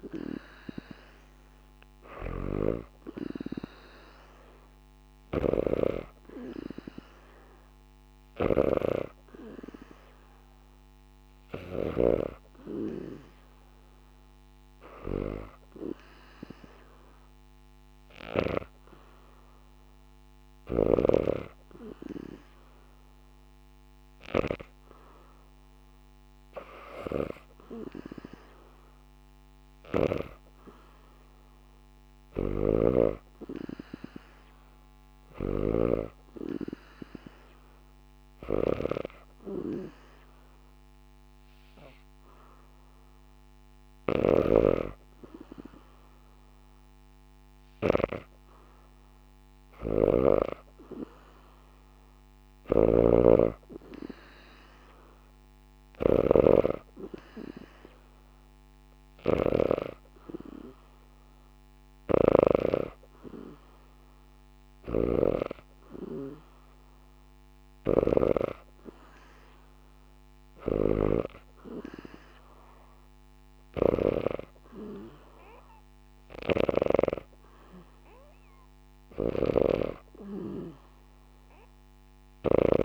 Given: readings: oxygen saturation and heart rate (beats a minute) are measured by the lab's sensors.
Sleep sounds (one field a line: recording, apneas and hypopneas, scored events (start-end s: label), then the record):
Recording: breathing in sleep by a microphone on the trachea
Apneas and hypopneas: none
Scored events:
0.00-19.00 s: oxygen desaturation (device-marked, oxygen 91% lowest, heart rate 72 extreme)
1.50-12.00 s: snoring (device-marked)
32.00-35.50 s: snoring (device-marked)
43.50-50.00 s: snoring (device-marked)
52.00-59.50 s: snoring (device-marked)
57.00-70.00 s: oxygen desaturation (device-marked, oxygen 94% before, 91% lowest, heart rate 74 before, 74 extreme)
61.50-68.00 s: snoring (device-marked)
70.00-76.50 s: snoring (device-marked)
78.50-82.85 s: snoring (device-marked)
From the record:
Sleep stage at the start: N2 (light sleep)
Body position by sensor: on the back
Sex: female